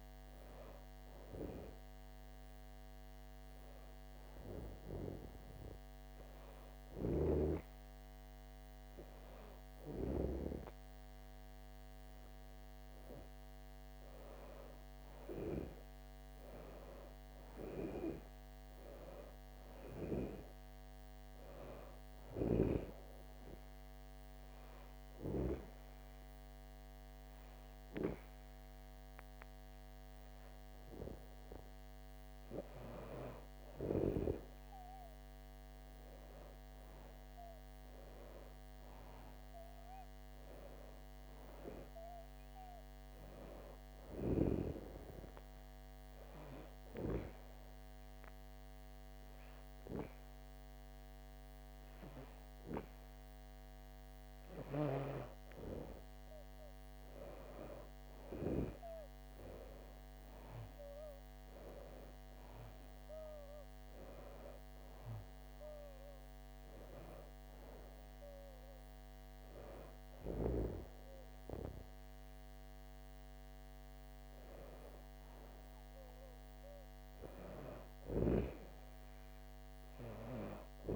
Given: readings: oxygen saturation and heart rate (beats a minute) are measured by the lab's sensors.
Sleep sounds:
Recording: breathing in sleep by a microphone on the trachea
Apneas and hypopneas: 3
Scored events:
4.00-14.50 s: hypopnea (oxygen 96% before, 93% lowest, heart rate 67 before, 65 extreme, up 4 after)
17.00-21.00 s: arousal
21.00-35.00 s: oxygen desaturation (device-marked, oxygen 96% before, 93% lowest, heart rate 68 before, 65 extreme)
24.00-34.00 s: obstructive apnea (oxygen 96% before, 93% lowest, heart rate 68 before, 65 extreme, up 1 after)
37.50-42.50 s: arousal
47.00-57.00 s: obstructive apnea (oxygen 96% before, 93% lowest, heart rate 67 before, 63 extreme, up 5 after)
59.00-63.00 s: arousal
From the record:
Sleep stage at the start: N2 (light sleep)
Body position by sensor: on the back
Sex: female

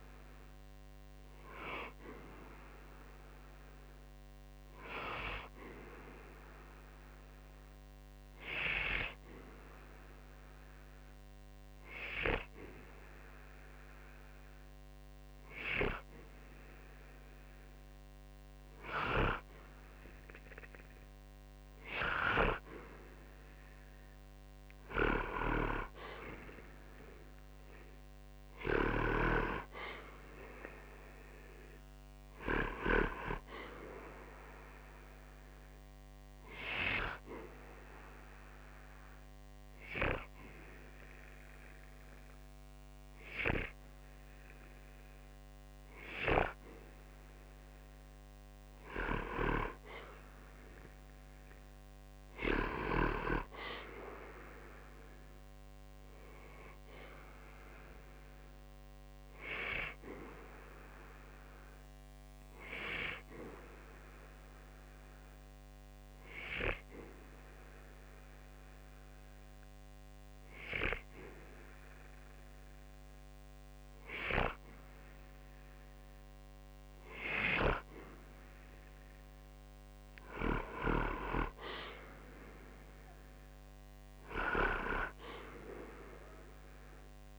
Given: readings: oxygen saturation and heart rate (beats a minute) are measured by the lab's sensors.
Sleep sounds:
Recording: breathing in sleep by a microphone on the trachea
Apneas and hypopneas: 3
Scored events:
8.50-19.00 s: hypopnea (oxygen 95% before, 91% lowest, heart rate 60 before, 60 extreme, up 0 after)
21.50-25.00 s: arousal
22.50-46.50 s: oxygen desaturation (device-marked, oxygen 94% before, 91% lowest, heart rate 60 before, 60 extreme)
35.50-48.00 s: hypopnea (oxygen 94% before, 91% lowest, heart rate 60 before, 62 extreme, up 14 after)
52.50-56.50 s: arousal
56.50-70.50 s: oxygen desaturation (device-marked, oxygen 95% before, 91% lowest, heart rate 69 before, 60 extreme)
63.50-74.50 s: hypopnea (oxygen 95% before, 91% lowest, heart rate 69 before, 60 extreme, up 6 after)
79.50-83.00 s: arousal
82.50-87.39 s: oxygen desaturation (device-marked, oxygen 95% before, 91% lowest, heart rate 69 before, 60 extreme)
From the record:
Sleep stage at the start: N2 (light sleep)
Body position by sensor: on the back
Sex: male

